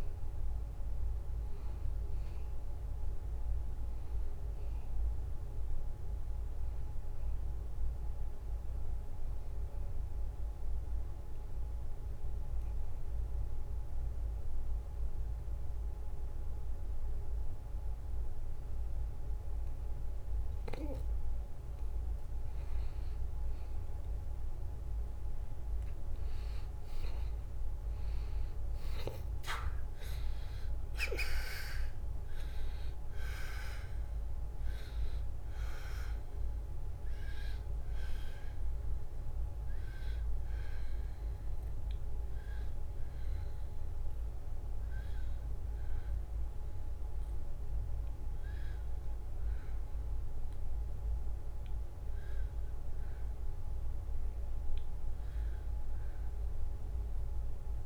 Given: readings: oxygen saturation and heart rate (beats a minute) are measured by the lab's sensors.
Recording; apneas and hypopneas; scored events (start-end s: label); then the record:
breathing in sleep, hard to hear, by a room microphone; 1
0.00-10.00 s: oxygen desaturation (device-marked, oxygen 89% lowest, heart rate 70 extreme)
8.50-21.00 s: obstructive apnea (oxygen 93% before, 87% lowest, heart rate 76 before, 70 extreme, up 2 after)
24.50-28.50 s: arousal
29.00-55.00 s: oxygen desaturation (device-marked, oxygen 94% before, 87% lowest, heart rate 73 before, 73 extreme)
56.50-57.86 s: arousal
From the record:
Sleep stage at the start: N2 (light sleep); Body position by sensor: on the back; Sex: male